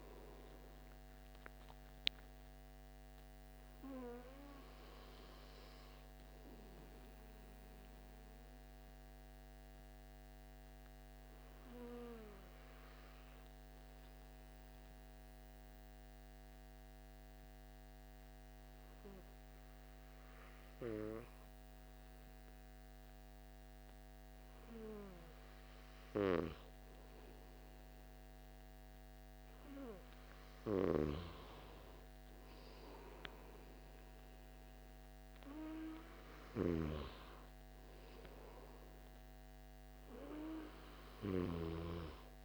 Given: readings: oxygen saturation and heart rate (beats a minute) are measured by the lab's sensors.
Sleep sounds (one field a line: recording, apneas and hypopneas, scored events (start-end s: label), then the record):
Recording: breathing in sleep by a microphone on the trachea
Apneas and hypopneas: 1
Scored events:
7.00-26.50 s: obstructive apnea (oxygen 96% before, 94% lowest, heart rate 71 before, 58 extreme, up 1 after)
28.00-31.00 s: arousal
From the record:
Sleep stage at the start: N2 (light sleep)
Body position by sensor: on the back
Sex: male